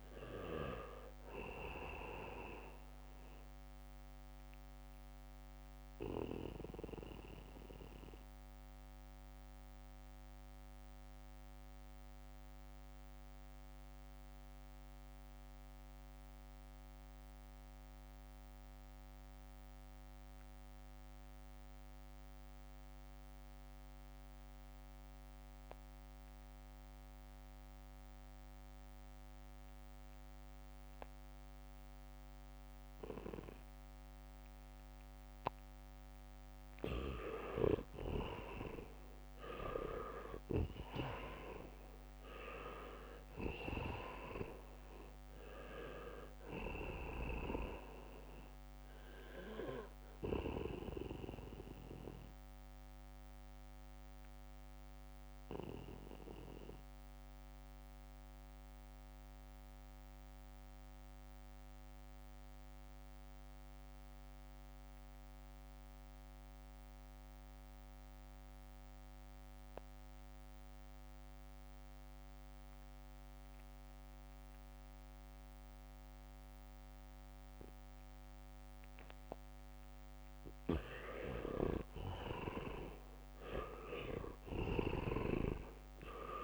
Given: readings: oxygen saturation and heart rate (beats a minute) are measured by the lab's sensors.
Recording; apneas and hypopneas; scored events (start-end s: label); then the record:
breathing in sleep by a microphone on the trachea; 2
0.00-6.00 s: leg movement (device-marked)
0.00-18.00 s: oxygen desaturation (device-marked, oxygen 80% lowest, heart rate 63 extreme)
5.00-35.50 s: mixed apnea (oxygen 99% before, 79% lowest, heart rate 68 before, 63 extreme, up 1 after)
25.00-65.00 s: oxygen desaturation (device-marked, oxygen 99% before, 79% lowest, heart rate 69 before, 63 extreme)
29.50-31.00 s: leg movement (device-marked)
38.50-42.50 s: arousal
51.00-79.50 s: mixed apnea (oxygen 99% before, 79% lowest, heart rate 66 before, 65 extreme)
67.00-70.50 s: leg movement (device-marked)
75.00-86.44 s: oxygen desaturation (device-marked, oxygen 99% before, 79% lowest, heart rate 71 before, 59 extreme)
81.50-86.44 s: arousal
From the record:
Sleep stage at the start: N2 (light sleep); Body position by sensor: on the back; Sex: male